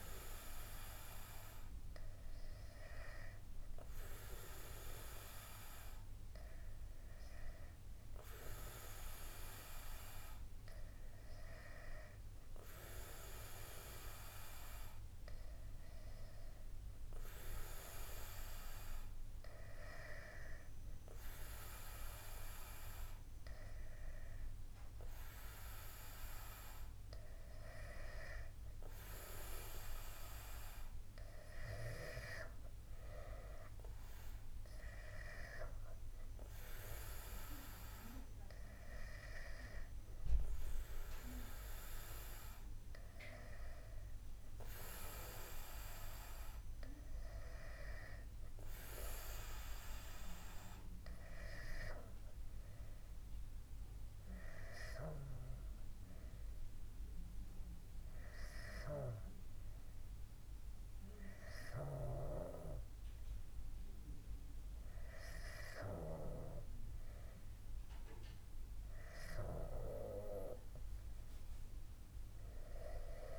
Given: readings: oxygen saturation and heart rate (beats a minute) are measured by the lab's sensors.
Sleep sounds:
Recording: breathing in sleep by a room microphone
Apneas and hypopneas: 1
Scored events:
38.00-51.00 s: hypopnea (oxygen 96% before, 93% lowest, heart rate 73 before, 68 extreme, up 2 after)
51.50-56.00 s: arousal
72.00-73.38 s: oxygen desaturation (device-marked, oxygen 97% before, 93% lowest, heart rate 70 before, 63 extreme)
From the record:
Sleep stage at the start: N2 (light sleep)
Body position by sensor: on the back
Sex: male

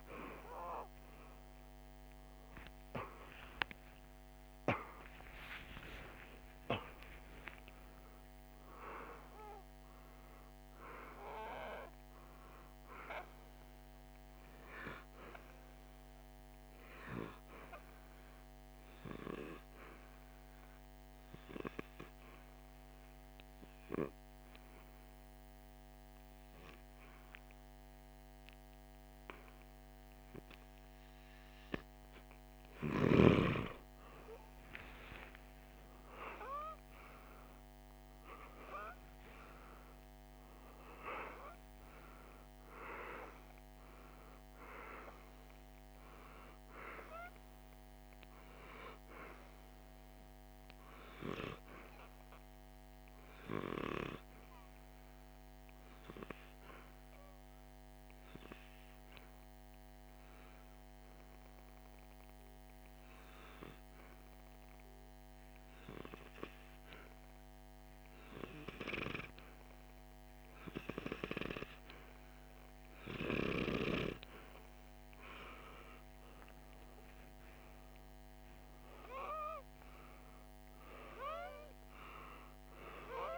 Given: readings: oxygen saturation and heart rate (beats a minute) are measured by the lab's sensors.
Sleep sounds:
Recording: breathing in sleep by a microphone on the trachea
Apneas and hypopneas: 2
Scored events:
2.00-6.00 s: arousal
20.00-31.00 s: hypopnea (oxygen 99% before, 94% lowest, heart rate 55 before, 49 extreme, up 2 after)
32.00-36.50 s: arousal
41.50-52.50 s: oxygen desaturation (device-marked, oxygen 98% before, 94% lowest, heart rate 50 before, 48 extreme)
56.50-73.50 s: hypopnea (oxygen 98% before, 95% lowest, heart rate 51 before, 48 extreme, up 3 after)
79.50-83.38 s: arousal
From the record:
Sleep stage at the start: N2 (light sleep)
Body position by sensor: on the back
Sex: male

